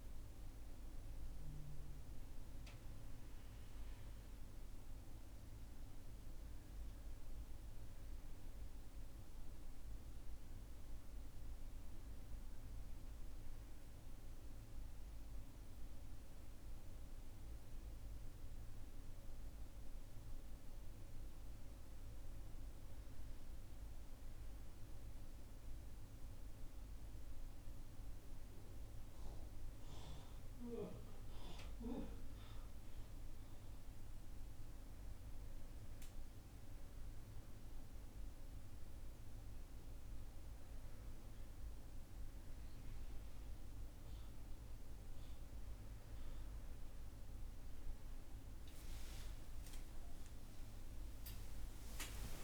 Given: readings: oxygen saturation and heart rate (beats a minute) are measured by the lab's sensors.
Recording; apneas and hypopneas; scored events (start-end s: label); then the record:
breathing in sleep, hard to hear, by a room microphone; none
44.00-52.44 s: new sleep stage, awake
From the record:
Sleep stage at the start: N1 (lightest sleep); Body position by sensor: on the right side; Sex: male